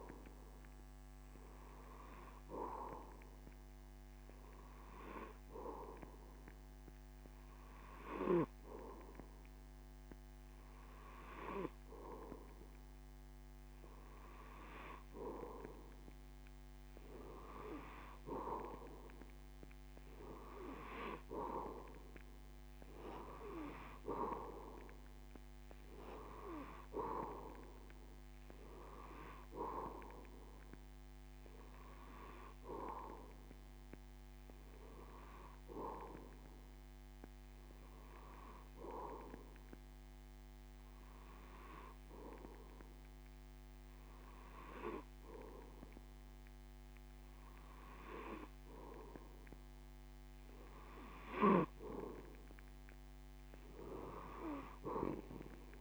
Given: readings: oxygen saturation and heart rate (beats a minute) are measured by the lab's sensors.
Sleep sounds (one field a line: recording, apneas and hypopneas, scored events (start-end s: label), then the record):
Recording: breathing in sleep by a microphone on the trachea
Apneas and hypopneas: 1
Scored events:
28.50-32.00 s: arousal
37.50-49.50 s: hypopnea (oxygen 93% before, 92% lowest)
53.00-55.81 s: arousal
From the record:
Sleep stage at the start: N2 (light sleep)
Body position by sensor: on the back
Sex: male